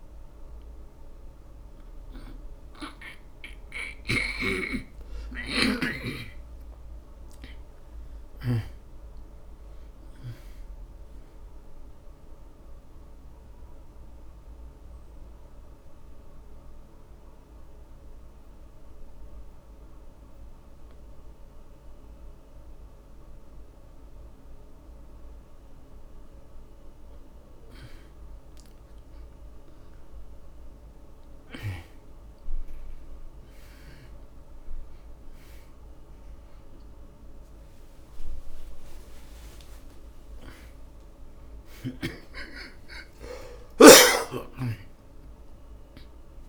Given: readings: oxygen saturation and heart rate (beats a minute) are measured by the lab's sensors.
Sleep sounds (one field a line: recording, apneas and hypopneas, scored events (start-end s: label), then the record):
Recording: a person awake in a sleep study, by a room microphone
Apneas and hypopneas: none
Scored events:
4.50-9.00 s: snoring (device-marked)
40.00-46.49 s: oxygen desaturation (device-marked, oxygen 95% before, 84% lowest)
From the record:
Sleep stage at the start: awake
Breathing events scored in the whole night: 607 in 6.2 hours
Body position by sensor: on the back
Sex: male